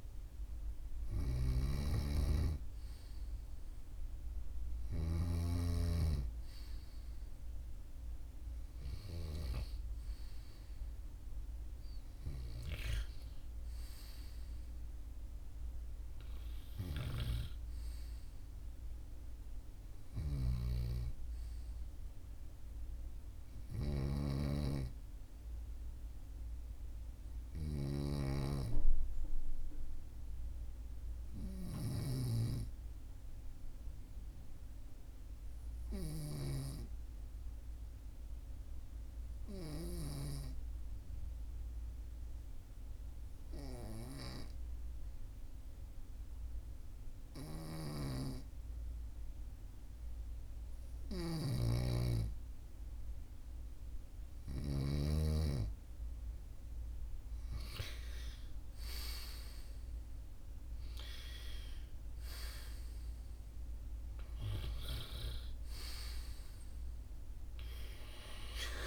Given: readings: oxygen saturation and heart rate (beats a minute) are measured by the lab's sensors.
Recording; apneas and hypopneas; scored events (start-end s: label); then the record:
breathing in sleep by a room microphone; 1
0.00-5.50 s: snoring (device-marked)
0.00-19.00 s: oxygen desaturation (device-marked, oxygen 95% lowest, heart rate 43 extreme)
20.00-28.50 s: snoring (device-marked)
27.50-50.50 s: obstructive apnea (oxygen 98% before, 93% lowest, heart rate 44 before, 43 extreme, up 2 after)
51.00-55.00 s: snoring (device-marked)
58.00-68.86 s: oxygen desaturation (device-marked, oxygen 97% before, 93% lowest, heart rate 44 before, 42 extreme)
From the record:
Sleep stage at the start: N2 (light sleep); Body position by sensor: on the right side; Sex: male